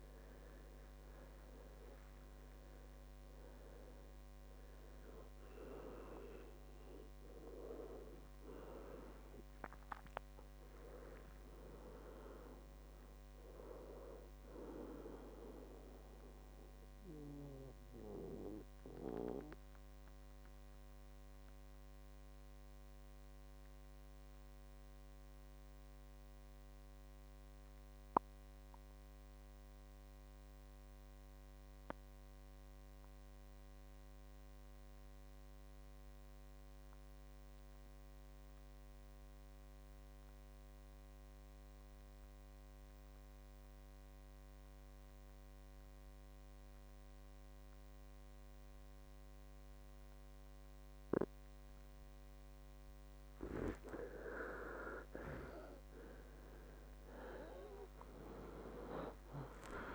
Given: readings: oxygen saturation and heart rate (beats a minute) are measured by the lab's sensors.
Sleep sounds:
breathing in sleep by a microphone on the trachea; 1
0.00-1.50 s: arousal
0.00-24.50 s: oxygen desaturation (device-marked, oxygen 90% lowest, heart rate 57 extreme)
16.00-54.00 s: mixed apnea (oxygen 97% before, 88% lowest, heart rate 74 before, 57 extreme, up 29 after)
44.50-59.95 s: oxygen desaturation (device-marked, oxygen 98% before, 91% lowest, heart rate 59 before, 61 extreme)
57.00-59.95 s: arousal
From the record:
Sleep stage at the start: N2 (light sleep); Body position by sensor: on the back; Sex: male

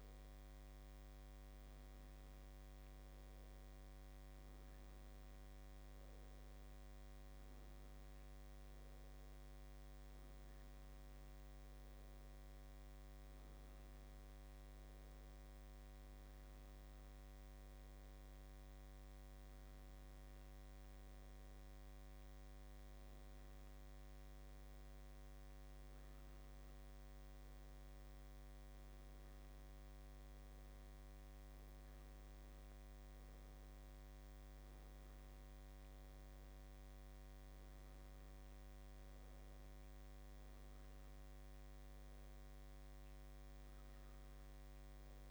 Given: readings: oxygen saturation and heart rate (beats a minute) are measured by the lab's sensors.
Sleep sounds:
breathing in sleep, hard to hear, by a microphone on the trachea; none
none scored
From the record:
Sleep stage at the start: N2 (light sleep); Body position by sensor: on the back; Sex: female

